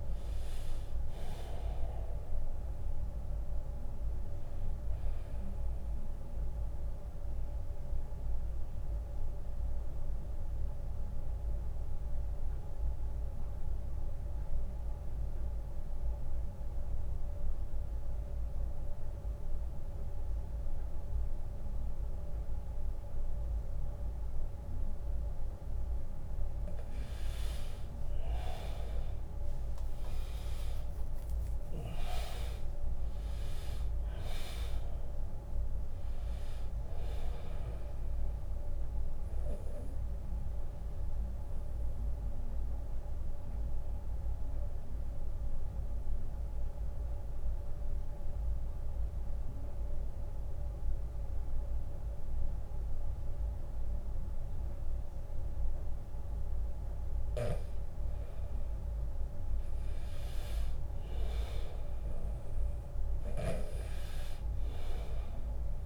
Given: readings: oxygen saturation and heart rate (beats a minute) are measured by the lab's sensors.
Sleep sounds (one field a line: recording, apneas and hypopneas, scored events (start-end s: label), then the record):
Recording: breathing in sleep, hard to hear, by a room microphone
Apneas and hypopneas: 2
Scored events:
0.00-3.50 s: drop in pulse transit time (device-marked, heart rate 81 extreme)
0.00-16.50 s: oxygen desaturation (device-marked, oxygen 87% lowest, heart rate 67 extreme)
3.00-5.00 s: long interval between heartbeats (device-marked, heart rate 86 before, 81 extreme)
5.50-25.00 s: mixed apnea (oxygen 98% before, 87% lowest, heart rate 85 before, 67 extreme, up 27 after)
18.50-20.50 s: long interval between heartbeats (device-marked, heart rate 77 before, 71 extreme)
27.00-31.00 s: arousal
29.00-31.00 s: long interval between heartbeats (device-marked, heart rate 75 before, 83 extreme)
31.50-43.50 s: drop in pulse transit time (device-marked, heart rate 76 before, 77 extreme)
34.50-51.50 s: oxygen desaturation (device-marked, oxygen 100% before, 92% lowest, heart rate 79 before, 73 extreme)
40.00-57.00 s: mixed apnea (oxygen 100% before, 86% lowest, heart rate 83 before, 73 extreme, up 11 after)
59.50-63.00 s: arousal
From the record:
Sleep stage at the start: N2 (light sleep)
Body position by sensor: on the back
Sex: male